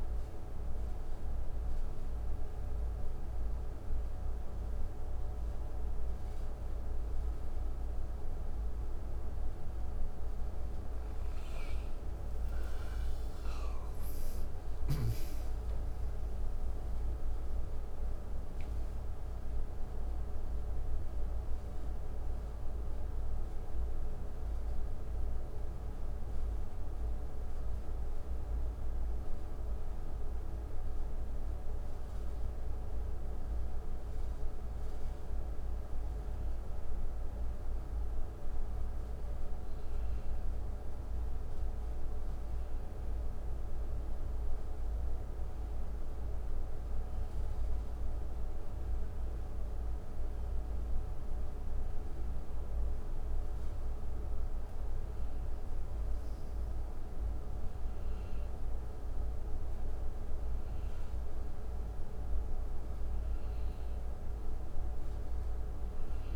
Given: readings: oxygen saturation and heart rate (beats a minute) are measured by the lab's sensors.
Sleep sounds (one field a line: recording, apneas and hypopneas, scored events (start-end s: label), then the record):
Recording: breathing in sleep, hard to hear, by a room microphone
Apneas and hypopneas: 1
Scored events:
11.50-17.00 s: arousal
20.00-34.50 s: obstructive apnea (oxygen 93% before, 90% lowest, heart rate 74 before, 65 extreme, up 1 after)
35.50-40.50 s: arousal
46.00-61.00 s: oxygen desaturation (device-marked, oxygen 96% before, 90% lowest, heart rate 66 before, 70 extreme)
From the record:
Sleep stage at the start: N1 (lightest sleep)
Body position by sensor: on the right side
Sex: male